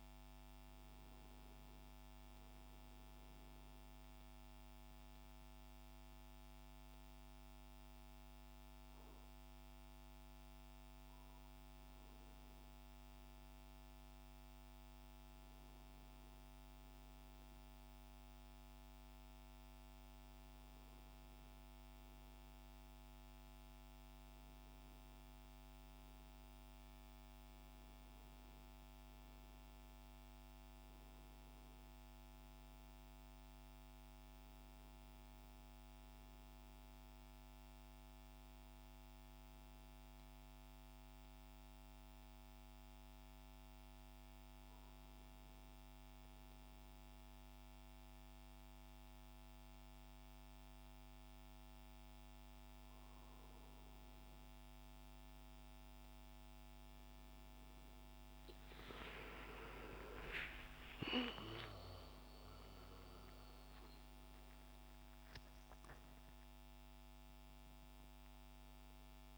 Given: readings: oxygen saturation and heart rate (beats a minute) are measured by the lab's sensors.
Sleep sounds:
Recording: breathing in sleep, hard to hear, by a microphone on the trachea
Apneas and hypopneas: 2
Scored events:
2.50-12.50 s: obstructive apnea (oxygen 95% before, 93% lowest, heart rate 69 before, 65 extreme, up 6 after)
15.50-19.00 s: arousal
38.00-54.00 s: hypopnea (oxygen 96% before, 90% lowest, heart rate 70 before, 65 extreme, up 6 after)
59.00-63.50 s: arousal
From the record:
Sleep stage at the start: N2 (light sleep)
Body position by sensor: on the back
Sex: male

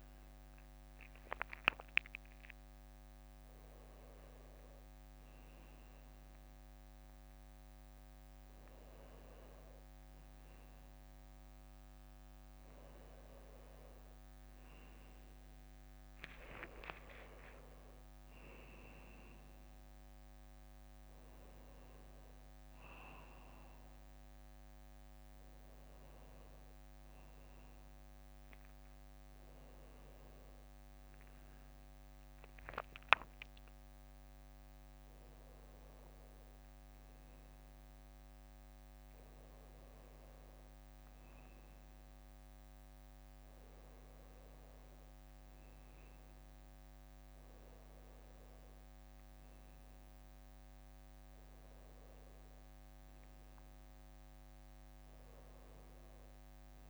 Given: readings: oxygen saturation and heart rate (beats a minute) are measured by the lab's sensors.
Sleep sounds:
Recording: a person awake in a sleep study, by a microphone on the trachea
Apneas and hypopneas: none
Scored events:
0.00-7.50 s: drop in pulse transit time (device-marked, heart rate 80 extreme)
18.50-32.50 s: oxygen desaturation (device-marked, oxygen 96% before, 93% lowest, heart rate 80 before, 74 extreme)
38.50-56.90 s: new sleep stage, N1 (lightest sleep)
From the record:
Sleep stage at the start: awake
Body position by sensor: on the back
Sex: male

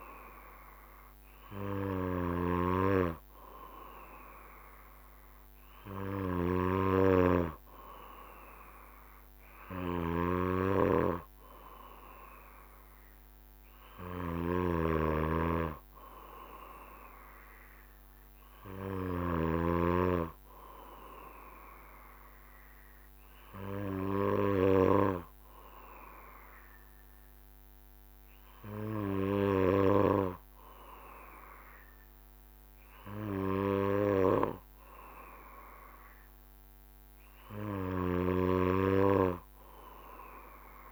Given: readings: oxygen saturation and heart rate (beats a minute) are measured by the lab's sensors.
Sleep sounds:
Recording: breathing in sleep by a microphone on the trachea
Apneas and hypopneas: none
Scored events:
14.50-19.50 s: snoring (device-marked)
38.00-40.92 s: snoring (device-marked)
From the record:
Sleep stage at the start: N2 (light sleep)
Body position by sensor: on the back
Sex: male

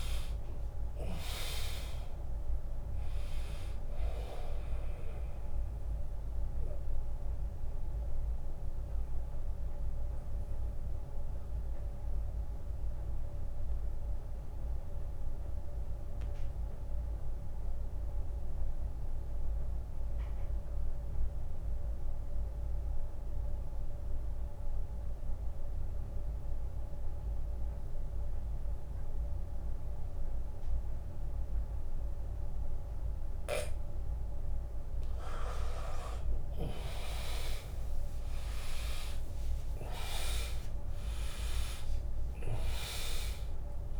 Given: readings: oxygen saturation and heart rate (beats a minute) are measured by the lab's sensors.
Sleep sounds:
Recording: breathing in sleep by a room microphone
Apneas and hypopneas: 1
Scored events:
0.00-9.50 s: drop in pulse transit time (device-marked, heart rate 79 extreme)
0.00-20.50 s: oxygen desaturation (device-marked, oxygen 82% lowest, heart rate 68 extreme)
6.50-34.50 s: obstructive apnea (oxygen 100% before, 80% lowest, heart rate 81 before, 68 extreme, up 6 after)
10.00-12.00 s: long interval between heartbeats (device-marked, heart rate 84 before, 78 extreme)
32.50-44.00 s: oxygen desaturation (device-marked, oxygen 100% before, 80% lowest, heart rate 74 before, 70 extreme)
36.00-41.50 s: arousal
39.50-44.00 s: drop in pulse transit time (device-marked, heart rate 75 before, 72 extreme)
From the record:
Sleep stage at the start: N2 (light sleep)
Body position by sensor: on the back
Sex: male

